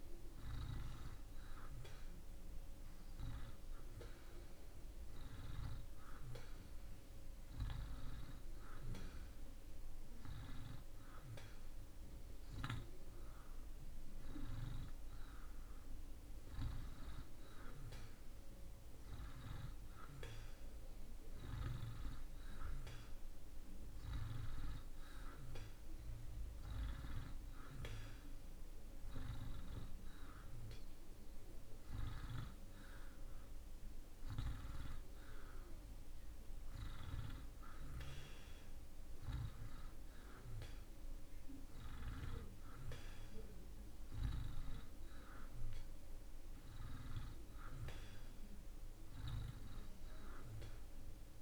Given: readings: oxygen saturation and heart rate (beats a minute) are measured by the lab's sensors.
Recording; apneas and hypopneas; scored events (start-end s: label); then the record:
breathing in sleep by a room microphone; none
none scored
From the record:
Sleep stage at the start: N2 (light sleep); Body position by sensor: on the back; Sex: male